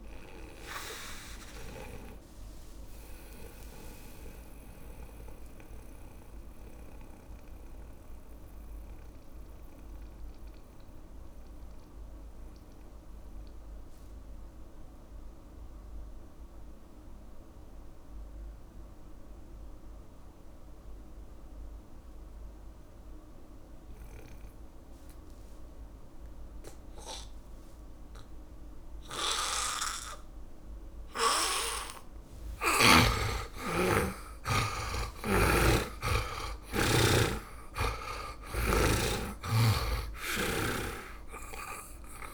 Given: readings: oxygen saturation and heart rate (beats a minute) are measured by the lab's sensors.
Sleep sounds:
breathing in sleep by a room microphone; 1
0.00-21.00 s: oxygen desaturation (device-marked, oxygen 78% lowest)
3.50-32.50 s: mixed apnea (oxygen 100% before, 78% lowest)
30.00-42.34 s: oxygen desaturation (device-marked, oxygen 100% before, 78% lowest)
33.50-38.50 s: arousal
40.50-42.34 s: snoring (device-marked)
From the record:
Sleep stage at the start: N2 (light sleep); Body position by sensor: on the back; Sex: male

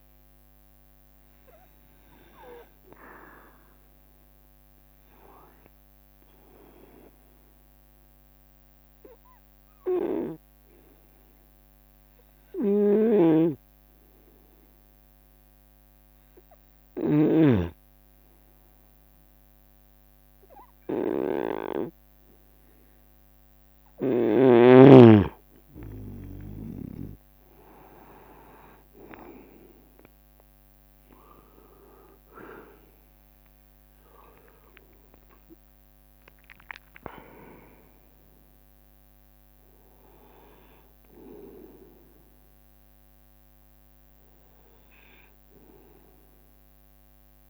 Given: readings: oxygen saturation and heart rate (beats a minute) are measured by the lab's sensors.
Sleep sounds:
breathing in sleep by a microphone on the trachea; 1
3.50-18.50 s: oxygen desaturation (device-marked, oxygen 94% before, 90% lowest, heart rate 76 before, 73 extreme)
8.50-24.50 s: hypopnea (oxygen 95% before, 90% lowest, heart rate 76 before, 73 extreme, up 4 after)
13.50-18.00 s: snoring (device-marked)
27.50-39.50 s: drop in pulse transit time (device-marked, heart rate 75 before, 75 extreme)
28.50-47.50 s: oxygen desaturation (device-marked, oxygen 96% before, 90% lowest)
29.50-36.00 s: arousal
30.00-31.50 s: leg movement (device-marked)
33.50-37.00 s: leg movement (device-marked)
34.50-36.50 s: long interval between heartbeats (device-marked, heart rate 75 before, 83 extreme)
42.00-43.50 s: leg movement (device-marked)
43.50-44.50 s: leg movement (device-marked)
From the record:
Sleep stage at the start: N2 (light sleep); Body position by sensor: on the right side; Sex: male

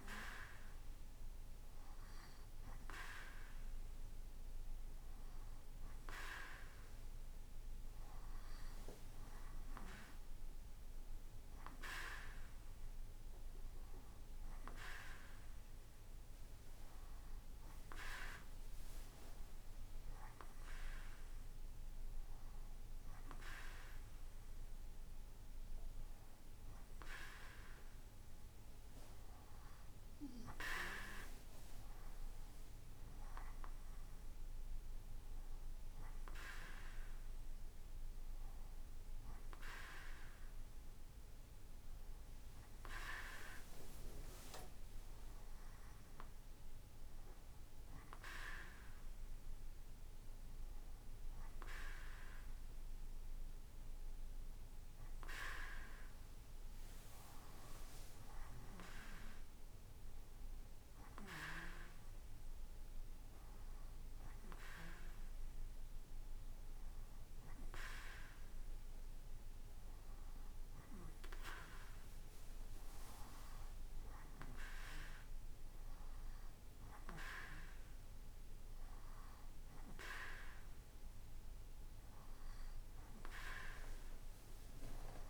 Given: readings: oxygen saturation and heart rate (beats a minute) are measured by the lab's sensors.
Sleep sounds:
breathing in sleep by a room microphone; none
none scored
From the record:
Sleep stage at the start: N2 (light sleep); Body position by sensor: on the right side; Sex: male

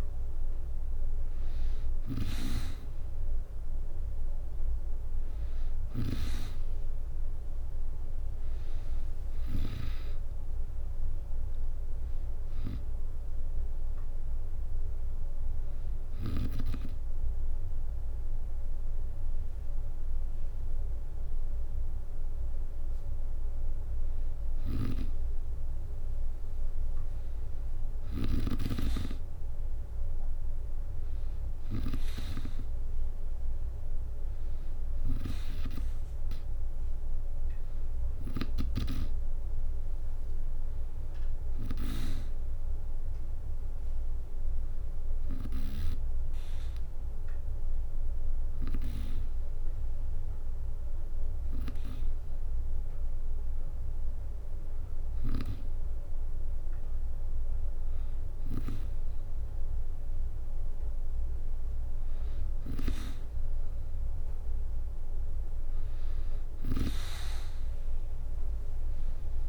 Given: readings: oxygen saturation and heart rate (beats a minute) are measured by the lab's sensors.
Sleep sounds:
breathing in sleep by a room microphone; 1
0.00-1.00 s: arousal
0.00-9.50 s: snoring (device-marked)
4.50-16.50 s: oxygen desaturation (device-marked, oxygen 97% before, 93% lowest, heart rate 65 before, 62 extreme)
8.50-19.50 s: drop in pulse transit time (device-marked, heart rate 65 before, 64 extreme)
15.00-25.00 s: hypopnea (oxygen 97% before, 93% lowest, heart rate 68 before, 62 extreme, up 7 after)
24.00-28.00 s: snoring (device-marked)
26.00-30.00 s: arousal
34.50-38.50 s: snoring (device-marked)
63.50-69.48 s: oxygen desaturation (device-marked, oxygen 96% before, 93% lowest, heart rate 66 before, 61 extreme)
66.50-69.48 s: arousal
From the record:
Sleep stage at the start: N2 (light sleep); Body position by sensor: on the back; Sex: female

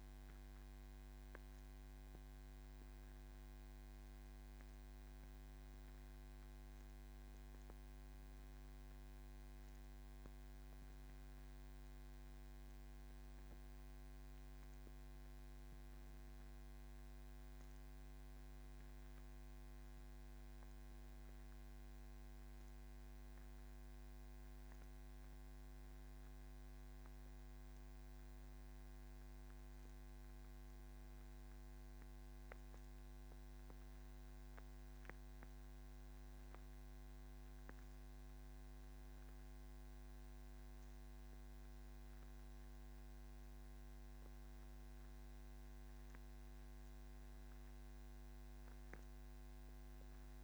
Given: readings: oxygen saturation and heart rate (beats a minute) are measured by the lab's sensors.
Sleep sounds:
breathing in sleep, hard to hear, by a microphone on the trachea; none
none scored
From the record:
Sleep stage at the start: N1 (lightest sleep); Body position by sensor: on the back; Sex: female

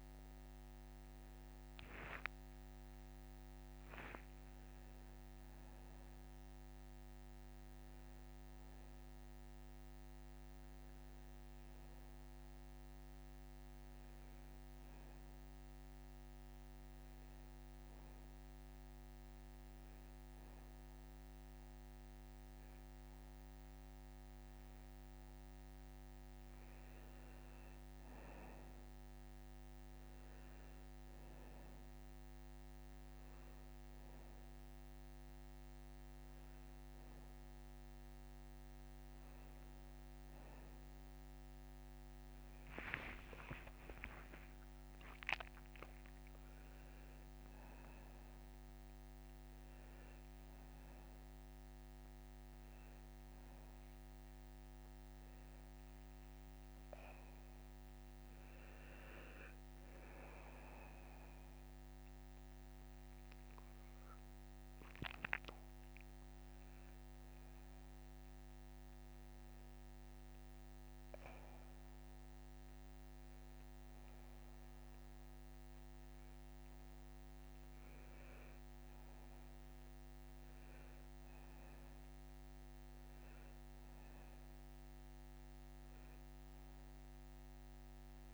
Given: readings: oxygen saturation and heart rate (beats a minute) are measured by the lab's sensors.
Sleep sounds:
a person partly awake in a sleep study, hard to hear, by a microphone on the trachea; 1
9.50-88.33 s: new sleep stage, N1 (lightest sleep)
17.00-27.50 s: hypopnea (oxygen 96% before, 92% lowest, heart rate 145 before, 133 extreme, up 38 after)
29.50-32.50 s: arousal
29.50-40.50 s: oxygen desaturation (device-marked, oxygen 96% before, 92% lowest, heart rate 153 before, 102 extreme)
42.50-46.00 s: arousal
86.50-88.33 s: oxygen desaturation (device-marked, oxygen 97% before, 93% lowest, heart rate 126 before, 57 extreme)
From the record:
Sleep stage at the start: awake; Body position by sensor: on the back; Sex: male

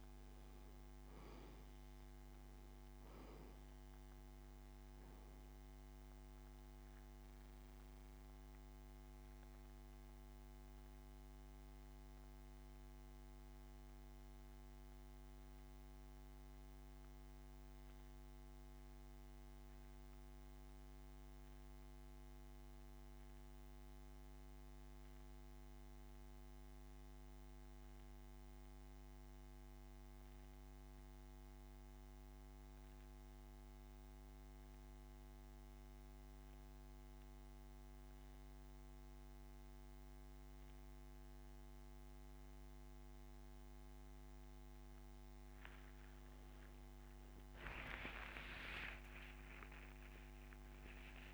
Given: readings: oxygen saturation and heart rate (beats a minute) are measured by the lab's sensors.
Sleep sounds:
breathing in sleep, hard to hear, by a microphone on the trachea; 1
9.00-45.50 s: central apnea (oxygen 97% before, 86% lowest)
18.50-43.50 s: oxygen desaturation (device-marked, oxygen 94% before, 86% lowest)
48.00-51.34 s: arousal
From the record:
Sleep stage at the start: N2 (light sleep); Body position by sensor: on the back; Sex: male

